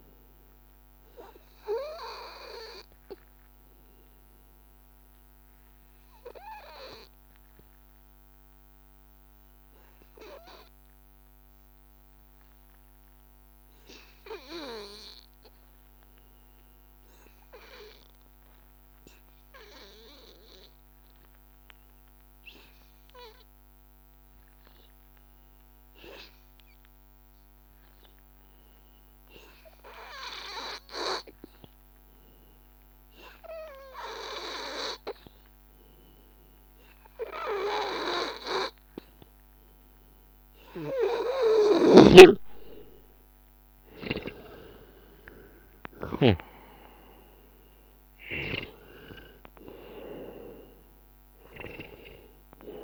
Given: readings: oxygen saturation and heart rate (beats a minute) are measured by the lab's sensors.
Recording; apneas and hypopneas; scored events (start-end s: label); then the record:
breathing in sleep by a microphone on the trachea; 1
0.00-17.00 s: oxygen desaturation (device-marked, oxygen 92% lowest, heart rate 83 extreme)
2.50-40.00 s: hypopnea (oxygen 98% before, 91% lowest, heart rate 84 before, 83 extreme, up 3 after)
4.00-52.84 s: new sleep stage, REM sleep
39.00-52.84 s: oxygen desaturation (device-marked, oxygen 97% before, 91% lowest, heart rate 85 before, 82 extreme)
41.50-48.00 s: arousal
50.00-52.00 s: long interval between heartbeats (device-marked, heart rate 85 before, 87 extreme)
From the record:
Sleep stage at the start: N2 (light sleep); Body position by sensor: on the back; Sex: male